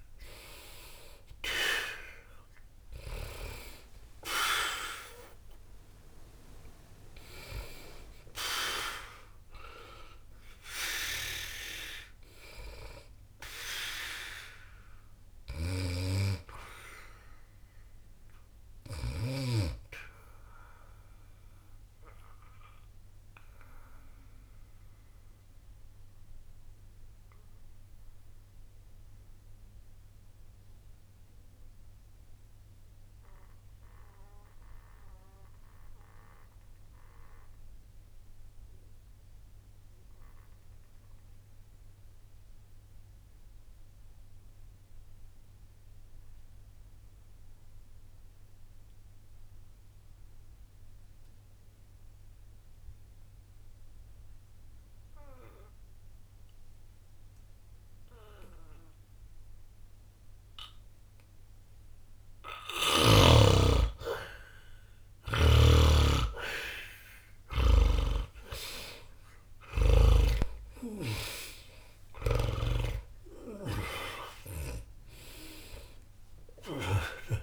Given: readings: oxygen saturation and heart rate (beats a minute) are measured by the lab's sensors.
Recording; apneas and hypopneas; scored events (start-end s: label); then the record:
breathing in sleep by a room microphone; 1
0.00-3.50 s: arousal
0.00-39.50 s: oxygen desaturation (device-marked, oxygen 72% lowest, heart rate 59 extreme)
15.50-19.50 s: snoring (device-marked)
20.00-63.00 s: obstructive apnea (oxygen 95% before, 72% lowest, heart rate 61 before, 60 extreme, up 0 after)
57.50-77.42 s: oxygen desaturation (device-marked, oxygen 99% before, 73% lowest, heart rate 60 before, 60 extreme)
65.50-70.50 s: snoring (device-marked)
67.00-71.50 s: arousal
From the record:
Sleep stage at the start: N2 (light sleep); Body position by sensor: on the back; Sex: male